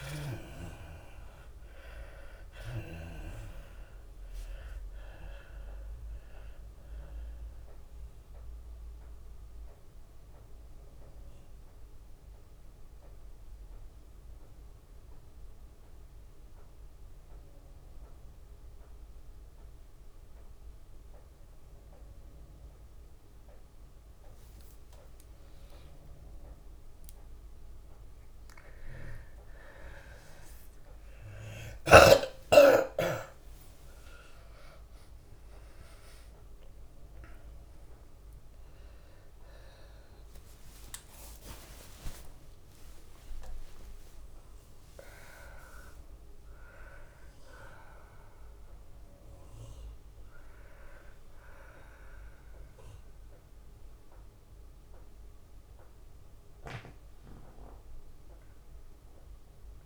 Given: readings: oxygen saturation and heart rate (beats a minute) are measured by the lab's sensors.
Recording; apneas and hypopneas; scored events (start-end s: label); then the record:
breathing in sleep by a room microphone; 1
0.00-16.00 s: tachycardia (device-marked, heart rate 107 extreme)
0.00-18.00 s: oxygen desaturation (device-marked, oxygen 83% lowest, heart rate 98 extreme)
0.00-21.00 s: drop in pulse transit time (device-marked, heart rate 99 extreme)
6.50-22.50 s: mixed apnea (oxygen 99% before, 83% lowest, heart rate 99 before, 98 extreme, up 11 after)
21.00-59.86 s: tachycardia (device-marked, heart rate 103 before, 144 extreme)
24.50-26.50 s: long interval between heartbeats (device-marked, heart rate 103 before, 107 extreme)
26.00-30.50 s: arousal
31.00-54.00 s: oxygen desaturation (device-marked, oxygen 98% before, 87% lowest, heart rate 104 before, 103 extreme)
34.00-45.00 s: drop in pulse transit time (device-marked, heart rate 103 before, 102 extreme)
36.50-38.50 s: long interval between heartbeats (device-marked, heart rate 103 before, 111 extreme)
40.00-59.86 s: new sleep stage, N1 (lightest sleep)
41.00-43.00 s: long interval between heartbeats (device-marked, heart rate 108 before, 138 extreme)
43.50-45.50 s: long interval between heartbeats (device-marked, heart rate 112 before, 134 extreme)
From the record:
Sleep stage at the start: N2 (light sleep); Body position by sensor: on the left side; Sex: female